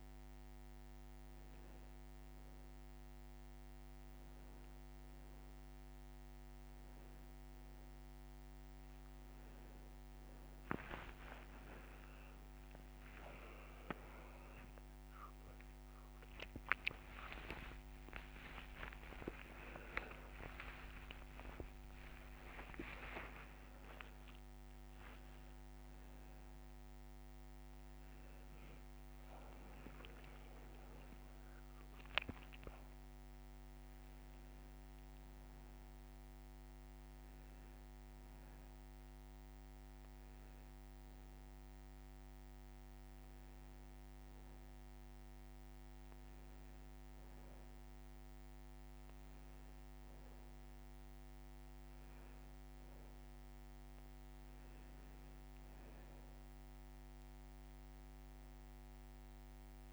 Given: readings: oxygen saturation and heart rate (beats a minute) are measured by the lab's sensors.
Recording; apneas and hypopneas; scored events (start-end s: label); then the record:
breathing in sleep by a microphone on the trachea; none
0.00-4.00 s: oxygen desaturation (device-marked, oxygen 93% lowest, heart rate 84 extreme)
17.00-22.50 s: arousal
59.00-59.92 s: new sleep stage, N2 (light sleep)
From the record:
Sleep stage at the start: N1 (lightest sleep); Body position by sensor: on the back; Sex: male